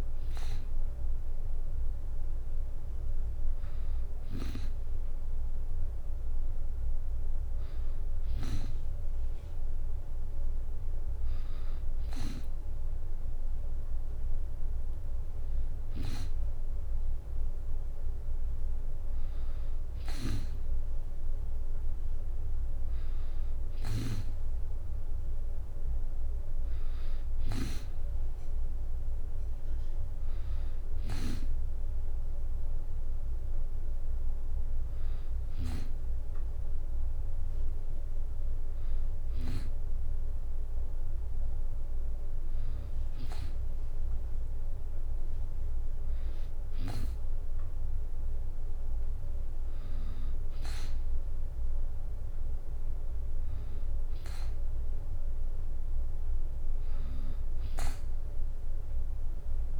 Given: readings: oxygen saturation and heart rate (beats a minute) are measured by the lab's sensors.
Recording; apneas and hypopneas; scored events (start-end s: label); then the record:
breathing in sleep by a room microphone; none
none scored
From the record:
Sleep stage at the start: N2 (light sleep); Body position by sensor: on the back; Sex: female